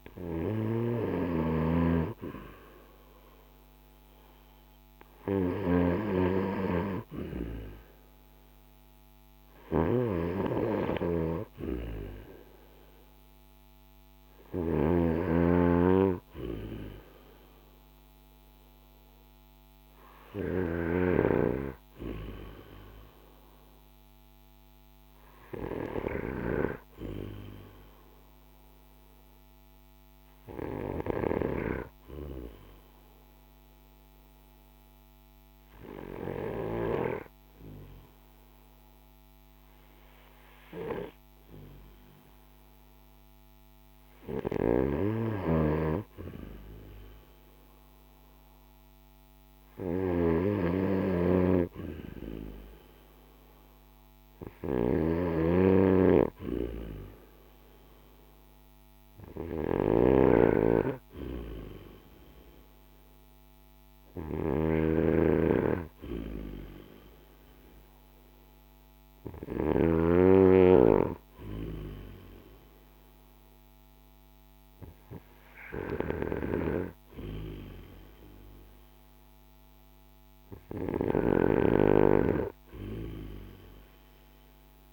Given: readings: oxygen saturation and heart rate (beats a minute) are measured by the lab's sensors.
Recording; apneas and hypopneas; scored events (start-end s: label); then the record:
breathing in sleep by a microphone on the trachea; 1
0.00-1.00 s: snoring (device-marked)
0.00-1.50 s: arousal
6.50-25.50 s: oxygen desaturation (device-marked, oxygen 97% before, 92% lowest, heart rate 46 before, 35 extreme)
9.00-14.50 s: snoring (device-marked)
30.00-44.00 s: obstructive apnea (oxygen 97% before, 92% lowest, heart rate 49 before, 40 extreme, up 7 after)
45.00-69.50 s: snoring (device-marked)
47.00-51.00 s: arousal
From the record:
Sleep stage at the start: N2 (light sleep); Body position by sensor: on the back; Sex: male